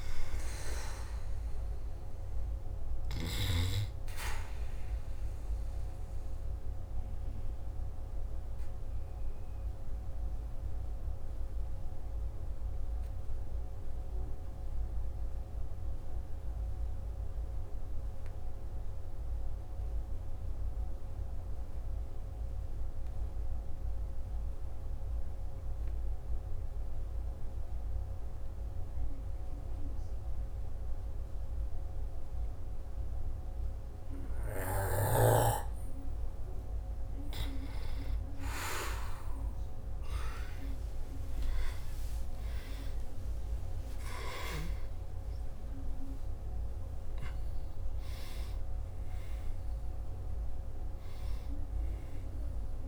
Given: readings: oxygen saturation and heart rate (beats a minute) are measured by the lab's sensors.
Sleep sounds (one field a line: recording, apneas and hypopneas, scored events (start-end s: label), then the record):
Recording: breathing in sleep by a room microphone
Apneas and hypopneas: 1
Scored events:
7.50-36.50 s: obstructive apnea (oxygen 98% before, 88% lowest, heart rate 57 before, 48 extreme, up 7 after)
13.50-29.50 s: oxygen desaturation (device-marked, oxygen 94% before, 90% lowest, heart rate 57 before, 48 extreme)
39.00-43.50 s: arousal
45.50-52.88 s: oxygen desaturation (device-marked, oxygen 97% before, 93% lowest, heart rate 51 before, 53 extreme)
From the record:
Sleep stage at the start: N2 (light sleep)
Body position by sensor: on the back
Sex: male